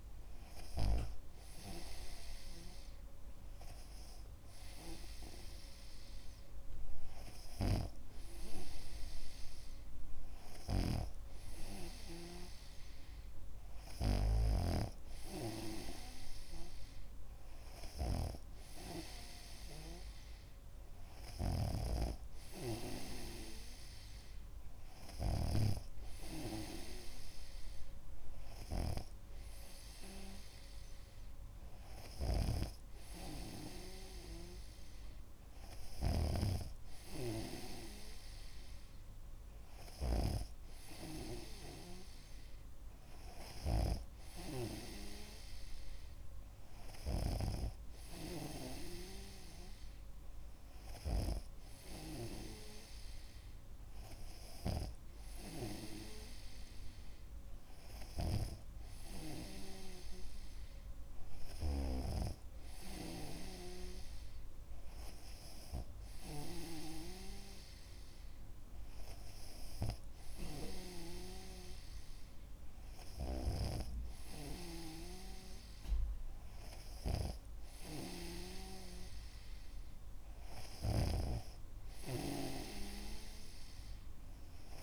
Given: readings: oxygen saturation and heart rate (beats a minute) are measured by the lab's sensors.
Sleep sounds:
breathing in sleep by a room microphone; none
0.00-1.50 s: snoring (device-marked)
8.00-62.50 s: snoring (device-marked)
73.50-84.83 s: snoring (device-marked)
From the record:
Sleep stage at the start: N2 (light sleep); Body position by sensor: on the back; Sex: male

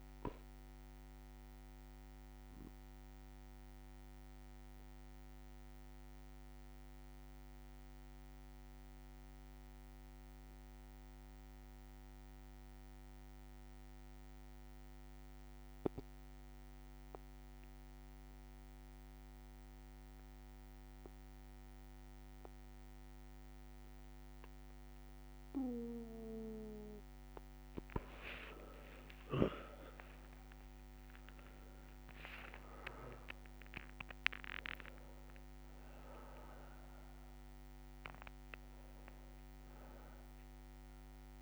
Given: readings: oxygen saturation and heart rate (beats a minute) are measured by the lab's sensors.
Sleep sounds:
breathing in sleep by a microphone on the trachea; 1
0.00-13.00 s: oxygen desaturation (device-marked, oxygen 90% lowest, heart rate 57 extreme)
3.00-20.00 s: bradycardia (device-marked, heart rate 64 before, 57 extreme)
3.50-25.50 s: obstructive apnea (oxygen 99% before, 90% lowest, heart rate 65 before, 57 extreme, up 17 after)
28.50-30.50 s: long interval between heartbeats (device-marked, heart rate 58 before, 71 extreme)
28.50-35.00 s: arousal
31.00-41.42 s: oxygen desaturation (device-marked, oxygen 98% before, 92% lowest, heart rate 61 before, 59 extreme)
From the record:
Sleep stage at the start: N2 (light sleep); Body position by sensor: on the back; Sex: male

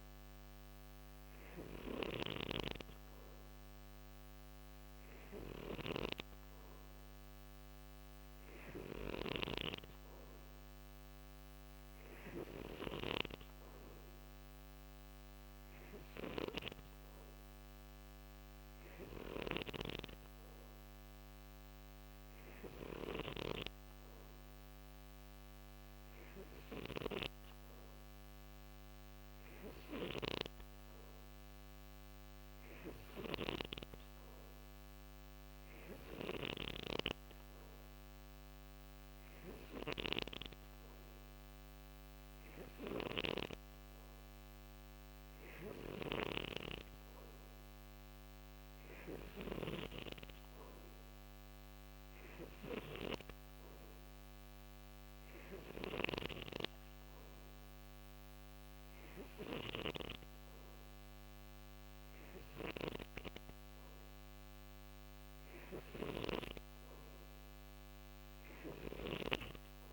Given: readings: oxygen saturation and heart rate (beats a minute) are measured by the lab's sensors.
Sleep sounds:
breathing in sleep by a microphone on the trachea; none
0.00-12.50 s: snoring (device-marked)
18.50-26.50 s: snoring (device-marked)
32.50-68.50 s: snoring (device-marked)
From the record:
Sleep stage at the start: N3 (deep sleep); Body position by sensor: on the right side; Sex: male

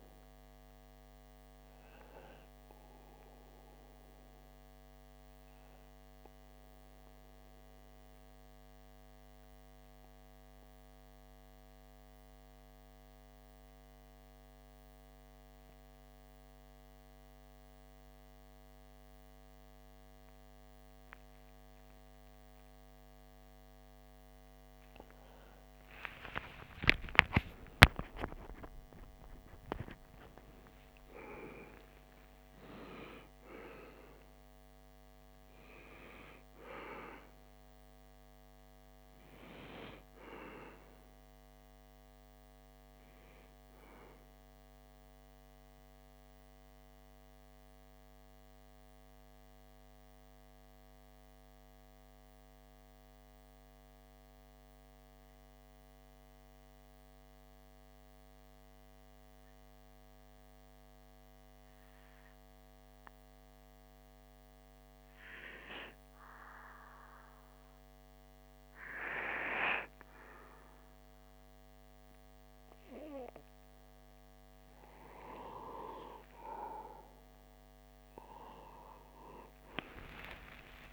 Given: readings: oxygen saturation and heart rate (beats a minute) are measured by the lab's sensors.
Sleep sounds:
breathing in sleep by a microphone on the trachea; 2
0.00-19.50 s: oxygen desaturation (device-marked, oxygen 92% lowest)
4.00-24.50 s: obstructive apnea (oxygen 98% before, 92% lowest)
25.50-31.00 s: arousal
44.50-73.00 s: obstructive apnea (oxygen 98% before, 94% lowest, heart rate 37 before, 28 extreme, up 13 after)
69.50-80.92 s: oxygen desaturation (device-marked, oxygen 98% before, 94% lowest)
79.00-80.92 s: arousal
From the record:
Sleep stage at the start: N2 (light sleep); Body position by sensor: on the back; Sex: male

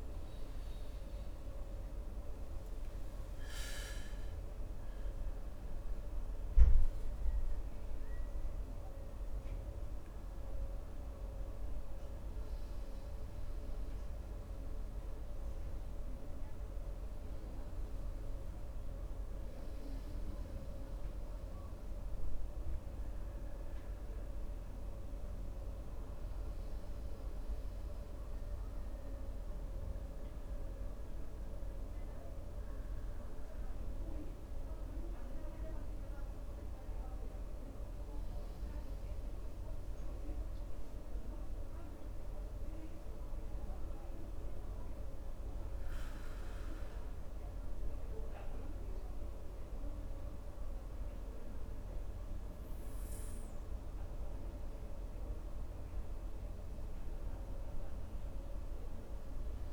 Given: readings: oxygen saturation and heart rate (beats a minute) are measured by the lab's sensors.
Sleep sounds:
breathing in sleep, hard to hear, by a room microphone; none
0.50-4.50 s: arousal
From the record:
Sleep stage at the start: N2 (light sleep); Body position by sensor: on the right side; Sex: male

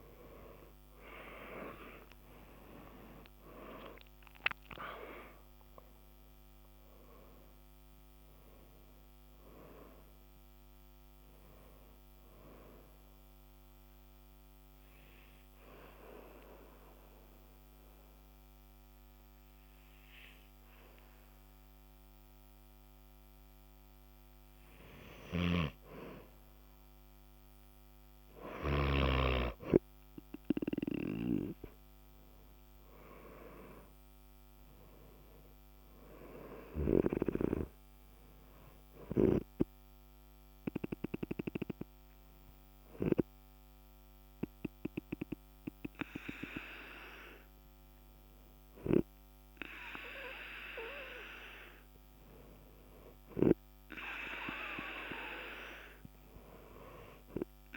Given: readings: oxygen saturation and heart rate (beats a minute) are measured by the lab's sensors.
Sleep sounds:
breathing in sleep by a microphone on the trachea; 2
0.00-3.50 s: arousal
13.50-25.50 s: obstructive apnea (oxygen 97% before, 90% lowest, heart rate 72 before, 51 extreme, up 19 after)
26.50-33.50 s: oxygen desaturation (device-marked, oxygen 96% before, 90% lowest, heart rate 60 before, 60 extreme)
31.50-35.50 s: arousal
38.50-50.00 s: hypopnea (oxygen 98% before, 91% lowest, heart rate 60 before, 48 extreme, up 12 after)
52.50-56.00 s: arousal
From the record:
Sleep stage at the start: N2 (light sleep); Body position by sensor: on the back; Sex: male

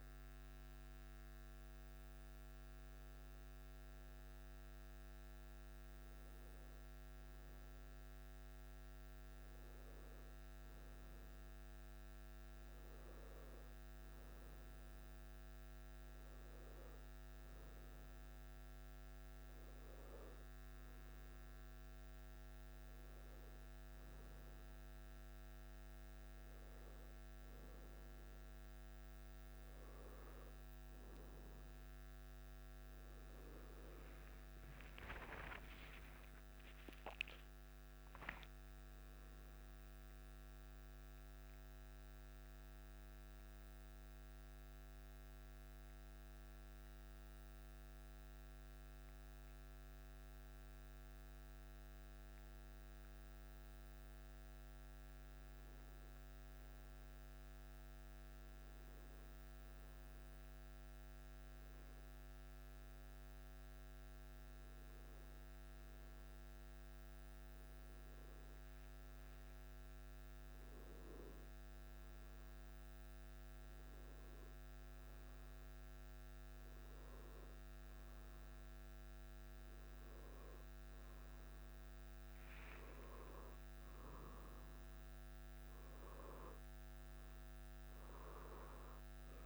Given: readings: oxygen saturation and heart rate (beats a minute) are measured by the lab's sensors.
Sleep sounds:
a person awake in a sleep study, hard to hear, by a microphone on the trachea; none
none scored
From the record:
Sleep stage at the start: awake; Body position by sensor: on the back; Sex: male

